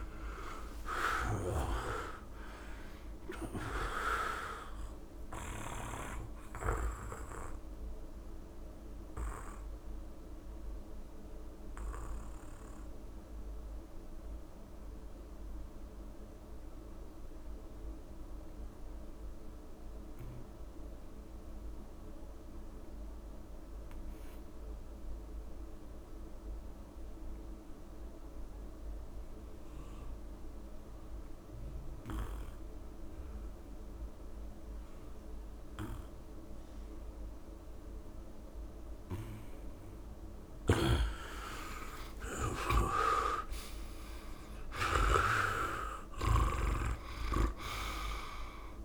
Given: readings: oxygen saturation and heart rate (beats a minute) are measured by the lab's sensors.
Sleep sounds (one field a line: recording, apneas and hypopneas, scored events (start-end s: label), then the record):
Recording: breathing in sleep by a room microphone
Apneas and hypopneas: 1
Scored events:
0.00-2.50 s: arousal
0.00-23.50 s: oxygen desaturation (device-marked, oxygen 83% lowest, heart rate 64 extreme)
1.50-3.50 s: long interval between heartbeats (device-marked, heart rate 70 before, 96 extreme)
6.50-40.00 s: obstructive apnea (oxygen 99% before, 83% lowest, heart rate 78 before, 64 extreme, up 36 after)
34.50-48.85 s: oxygen desaturation (device-marked, oxygen 100% before, 84% lowest, heart rate 69 before, 67 extreme)
40.50-48.85 s: snoring (device-marked)
41.50-43.50 s: long interval between heartbeats (device-marked, heart rate 68 before, 88 extreme)
42.00-46.00 s: arousal
44.00-46.00 s: long interval between heartbeats (device-marked, heart rate 70 before, 99 extreme)
From the record:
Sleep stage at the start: N2 (light sleep)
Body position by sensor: on the back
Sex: male